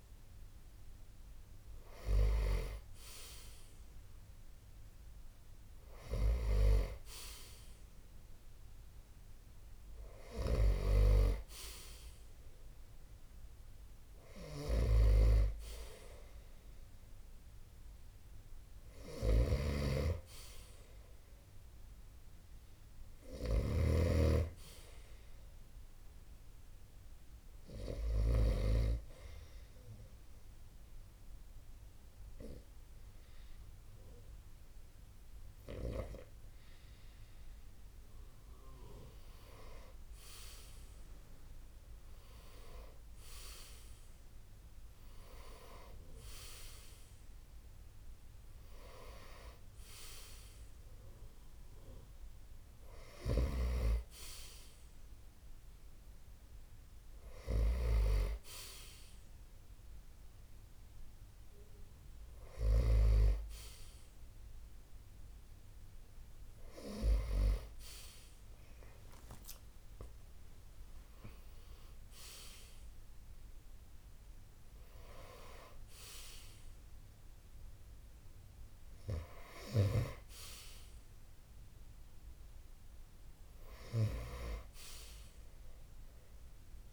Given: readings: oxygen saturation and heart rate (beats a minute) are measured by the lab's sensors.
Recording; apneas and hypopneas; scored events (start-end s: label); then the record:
breathing in sleep by a room microphone; 1
0.00-3.00 s: oxygen desaturation (device-marked, oxygen 89% lowest)
14.00-28.00 s: snoring (device-marked)
28.00-38.50 s: obstructive apnea (oxygen 93% before, 88% lowest)
38.00-60.00 s: oxygen desaturation (device-marked, oxygen 93% before, 88% lowest)
41.00-44.00 s: arousal
67.50-71.50 s: arousal
From the record:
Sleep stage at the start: N2 (light sleep); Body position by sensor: on the right side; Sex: male